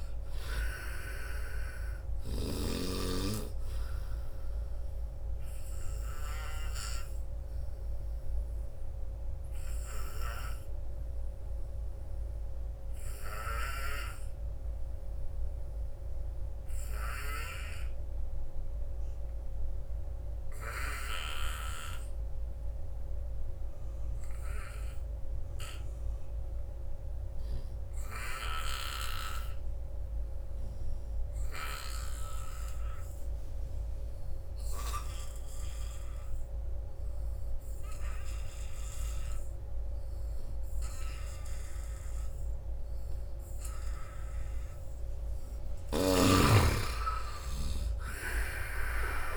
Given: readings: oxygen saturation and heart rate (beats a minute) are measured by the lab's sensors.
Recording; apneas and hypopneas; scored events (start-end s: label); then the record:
breathing in sleep by a room microphone; 1
0.00-2.50 s: snoring (device-marked)
0.00-12.00 s: oxygen desaturation (device-marked, oxygen 75% lowest, heart rate 68 extreme)
4.50-45.00 s: obstructive apnea (oxygen 97% before, 75% lowest, heart rate 80 before, 72 extreme, up 14 after)
27.00-49.37 s: oxygen desaturation (device-marked, oxygen 99% before, 75% lowest, heart rate 86 before, 72 extreme)
46.50-49.37 s: arousal
From the record:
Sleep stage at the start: N2 (light sleep); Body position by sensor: on the front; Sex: male